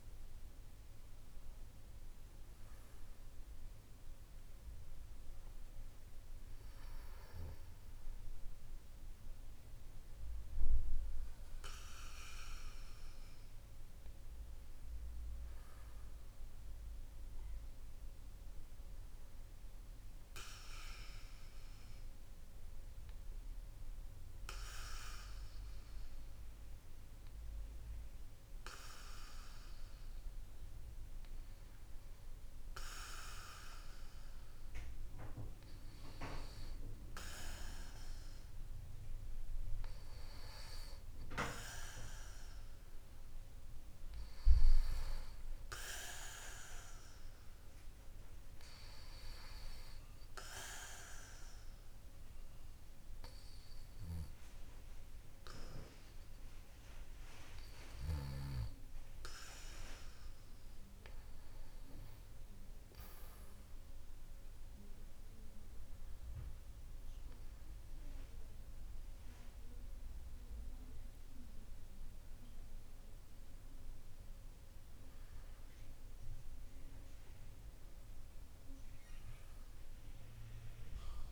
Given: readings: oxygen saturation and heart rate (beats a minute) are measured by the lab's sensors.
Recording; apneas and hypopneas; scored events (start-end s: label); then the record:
breathing in sleep by a room microphone; 1
48.00-60.00 s: hypopnea (oxygen 95% before, 91% lowest, heart rate 59 before, 54 extreme, up 3 after)
61.50-64.50 s: arousal
67.00-81.32 s: oxygen desaturation (device-marked, oxygen 94% before, 91% lowest, heart rate 59 before, 54 extreme)
From the record:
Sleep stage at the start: N2 (light sleep); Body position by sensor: on the back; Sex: male